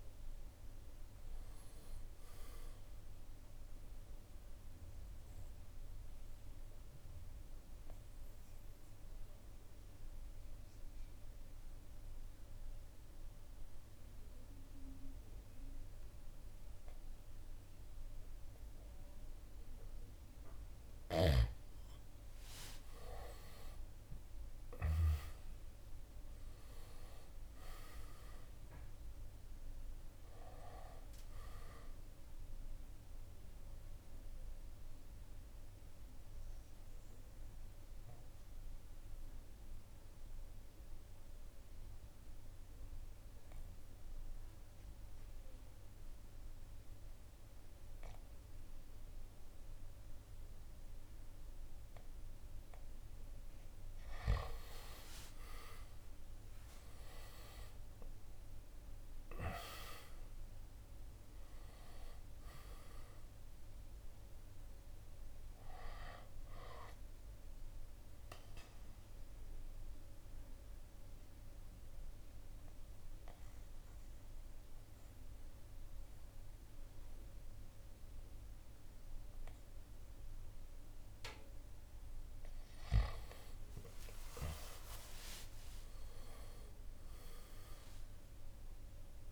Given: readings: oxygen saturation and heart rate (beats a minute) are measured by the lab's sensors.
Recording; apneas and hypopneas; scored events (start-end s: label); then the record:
breathing in sleep by a room microphone; 3
0.00-10.50 s: oxygen desaturation (device-marked, oxygen 91% lowest, heart rate 58 extreme)
0.00-11.50 s: drop in pulse transit time (device-marked, heart rate 58 extreme)
4.00-21.00 s: central apnea (oxygen 96% before, 85% lowest, heart rate 67 before, 57 extreme, up 9 after)
15.50-23.50 s: oxygen desaturation (device-marked, oxygen 92% before, 89% lowest, heart rate 66 before, 57 extreme)
22.50-27.00 s: arousal
27.50-38.50 s: drop in pulse transit time (device-marked, heart rate 61 before, 63 extreme)
32.50-50.50 s: oxygen desaturation (device-marked, oxygen 97% before, 89% lowest, heart rate 63 before, 57 extreme)
33.00-54.00 s: mixed apnea (oxygen 97% before, 85% lowest, heart rate 63 before, 57 extreme, up 11 after)
55.00-59.00 s: arousal
57.50-70.50 s: drop in pulse transit time (device-marked, heart rate 59 before, 61 extreme)
57.50-82.50 s: oxygen desaturation (device-marked, oxygen 97% before, 85% lowest, heart rate 59 before, 60 extreme)
67.50-82.50 s: central apnea (oxygen 97% before, 85% lowest, heart rate 63 before, 60 extreme, up 10 after)
84.00-88.00 s: arousal
86.50-89.32 s: drop in pulse transit time (device-marked, heart rate 62 before, 63 extreme)
From the record:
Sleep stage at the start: N2 (light sleep); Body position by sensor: on the back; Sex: male